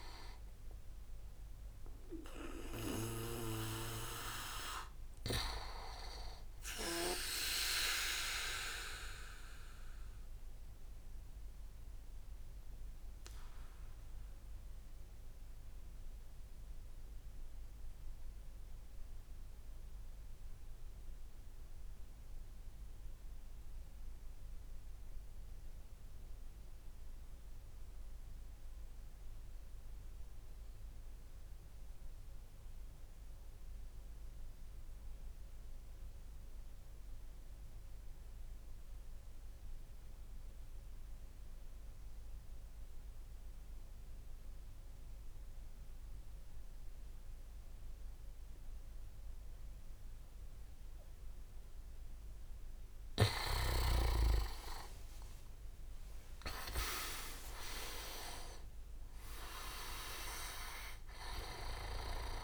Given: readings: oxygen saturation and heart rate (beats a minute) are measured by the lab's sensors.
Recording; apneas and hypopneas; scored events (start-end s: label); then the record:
breathing in sleep by a room microphone; 1
8.00-50.50 s: mixed apnea (oxygen 97% before, 92% lowest, heart rate 66 before, 54 extreme, up 42 after)
50.50-62.44 s: oxygen desaturation (device-marked, oxygen 99% before, 92% lowest, heart rate 59 before, 54 extreme)
54.00-58.00 s: arousal
55.50-58.50 s: leg movement (device-marked)
From the record:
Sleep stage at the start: REM sleep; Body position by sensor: on the back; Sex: male